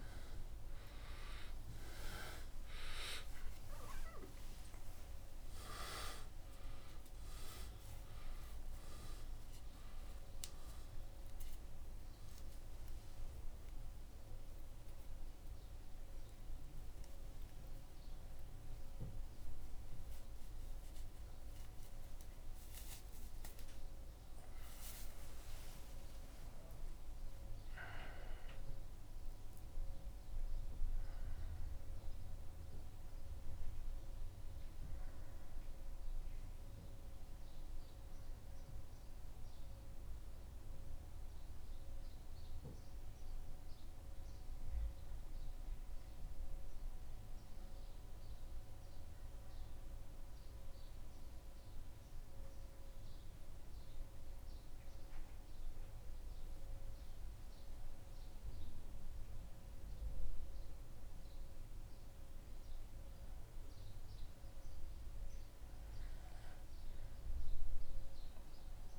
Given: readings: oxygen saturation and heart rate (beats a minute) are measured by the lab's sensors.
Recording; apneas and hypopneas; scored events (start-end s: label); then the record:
a person partly awake in a sleep study, by a room microphone; 1
21.50-51.50 s: new sleep stage, N1 (lightest sleep)
41.00-56.00 s: hypopnea (oxygen 97% before, 95% lowest, heart rate 77 before, 75 extreme, up 0 after)
51.50-68.99 s: new sleep stage, N2 (light sleep)
57.50-61.00 s: arousal
From the record:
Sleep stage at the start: awake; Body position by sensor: on the back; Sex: male